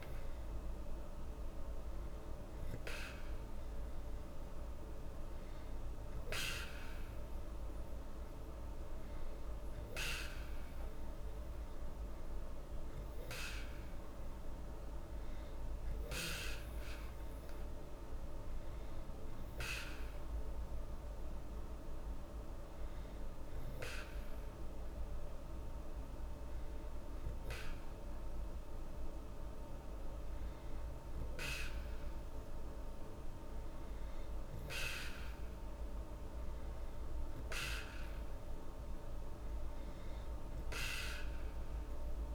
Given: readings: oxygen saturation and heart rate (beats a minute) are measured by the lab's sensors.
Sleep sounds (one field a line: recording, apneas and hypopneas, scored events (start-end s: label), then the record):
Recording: breathing in sleep by a room microphone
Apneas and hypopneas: none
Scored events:
none scored
From the record:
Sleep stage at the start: N2 (light sleep)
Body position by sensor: on the back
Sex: female